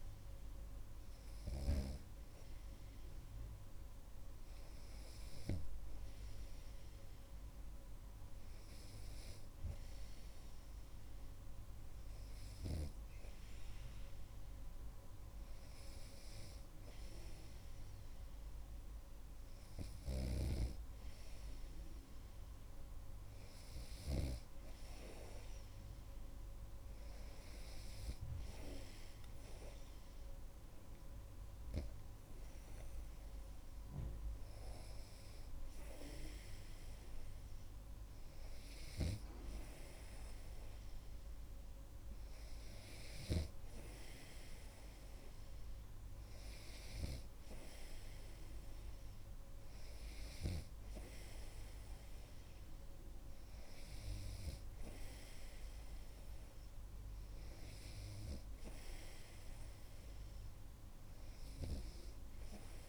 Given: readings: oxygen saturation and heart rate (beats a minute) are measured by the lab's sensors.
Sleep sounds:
breathing in sleep by a room microphone; none
20.50-24.50 s: snoring (device-marked)
From the record:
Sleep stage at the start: N2 (light sleep); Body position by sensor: on the right side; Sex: male

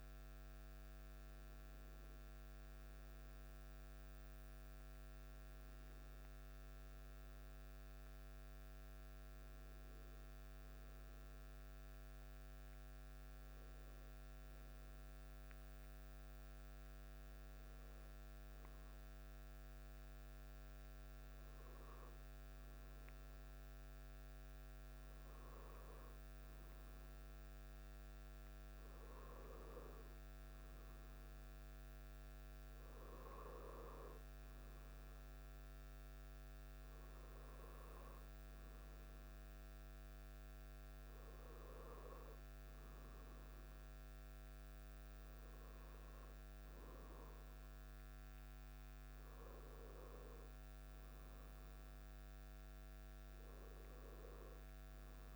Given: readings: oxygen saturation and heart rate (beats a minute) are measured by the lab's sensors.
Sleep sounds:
breathing in sleep, hard to hear, by a microphone on the trachea; none
52.50-55.36 s: new sleep stage, N2 (light sleep)
From the record:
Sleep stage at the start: N1 (lightest sleep); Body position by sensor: on the back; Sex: male

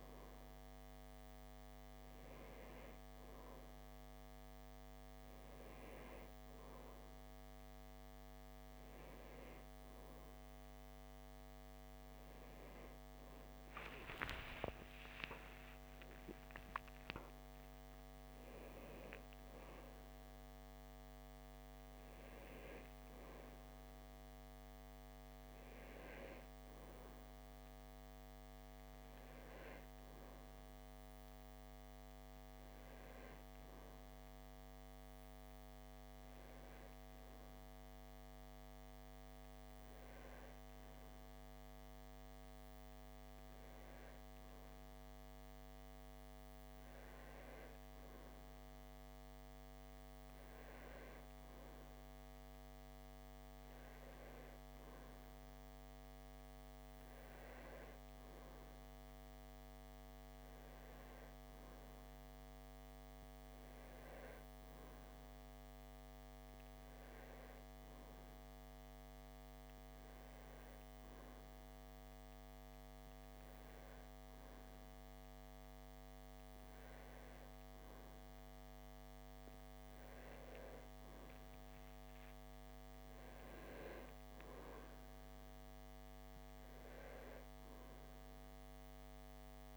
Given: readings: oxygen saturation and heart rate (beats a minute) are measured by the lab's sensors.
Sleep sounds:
breathing in sleep, hard to hear, by a microphone on the trachea; none
10.50-14.50 s: arousal
From the record:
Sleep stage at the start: N1 (lightest sleep); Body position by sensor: on the back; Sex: male

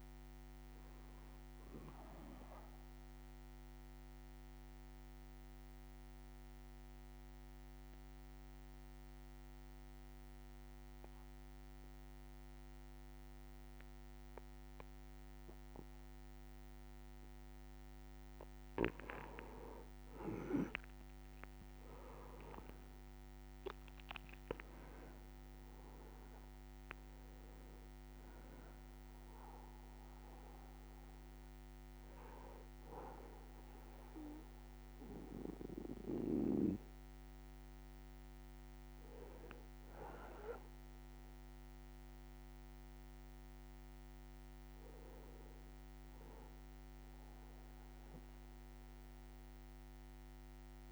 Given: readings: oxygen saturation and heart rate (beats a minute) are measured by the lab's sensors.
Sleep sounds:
breathing in sleep by a microphone on the trachea; 1
2.00-17.00 s: obstructive apnea (oxygen 97% before, 91% lowest, heart rate 63 before, 60 extreme, up 6 after)
20.00-25.00 s: arousal
20.50-41.50 s: oxygen desaturation (device-marked, oxygen 97% before, 91% lowest, heart rate 61 before, 60 extreme)
49.00-50.92 s: arousal
From the record:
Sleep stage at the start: N2 (light sleep); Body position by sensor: on the back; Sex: male

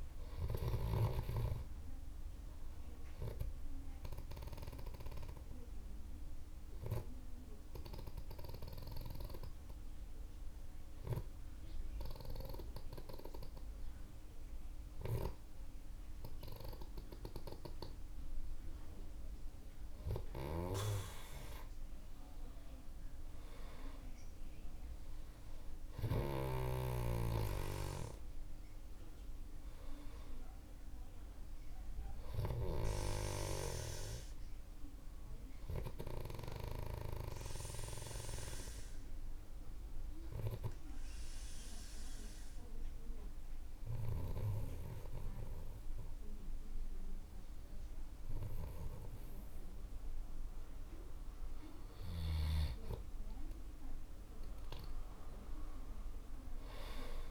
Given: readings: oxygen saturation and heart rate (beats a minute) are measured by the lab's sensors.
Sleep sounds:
breathing in sleep by a room microphone; 2
7.50-19.00 s: obstructive apnea (oxygen 97% before, 94% lowest, heart rate 56 before, 51 extreme, up 13 after)
21.50-25.50 s: arousal
36.00-50.50 s: obstructive apnea (oxygen 97% before, 94% lowest, heart rate 59 before, 50 extreme, up 10 after)
From the record:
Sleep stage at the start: N2 (light sleep); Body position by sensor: on the back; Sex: male

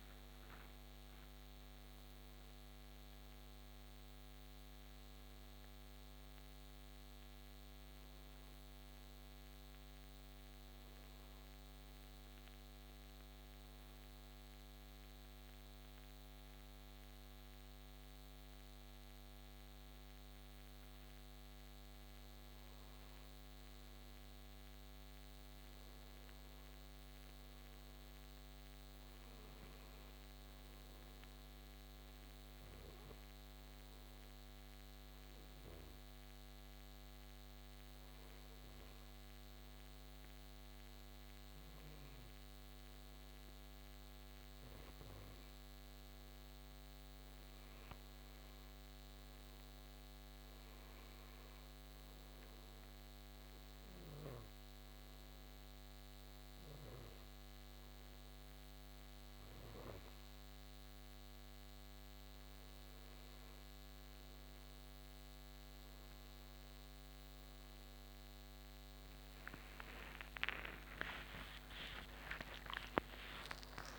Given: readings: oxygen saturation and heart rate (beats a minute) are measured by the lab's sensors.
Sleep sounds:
breathing in sleep, hard to hear, by a microphone on the trachea; 3
0.00-1.00 s: arousal
0.00-4.00 s: oxygen desaturation (device-marked, oxygen 88% lowest, heart rate 66 extreme)
11.50-22.50 s: obstructive apnea (oxygen 93% before, 86% lowest, heart rate 82 before, 66 extreme, up 9 after)
24.00-27.50 s: arousal
26.00-40.00 s: oxygen desaturation (device-marked, oxygen 96% before, 86% lowest, heart rate 69 before, 69 extreme)
33.50-44.00 s: hypopnea (oxygen 96% before, 86% lowest, heart rate 69 before, 69 extreme, up 7 after)
45.50-50.00 s: arousal
52.50-64.00 s: hypopnea (oxygen 95% before, 91% lowest, heart rate 73 before, 69 extreme, up 37 after)
59.00-73.99 s: new sleep stage, awake
From the record:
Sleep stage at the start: N2 (light sleep); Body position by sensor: on the back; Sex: male

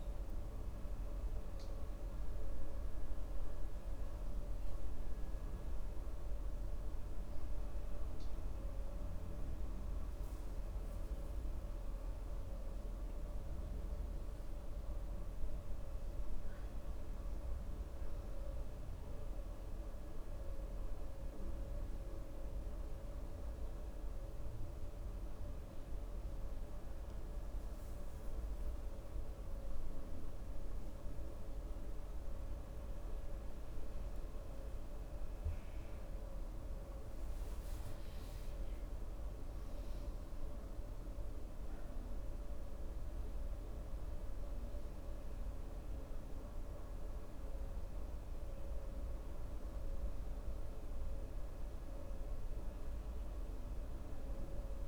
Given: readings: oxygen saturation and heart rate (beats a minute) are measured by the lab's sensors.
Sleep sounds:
breathing in sleep, hard to hear, by a room microphone; none
none scored
From the record:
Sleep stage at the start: N2 (light sleep); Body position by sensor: on the right side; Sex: male

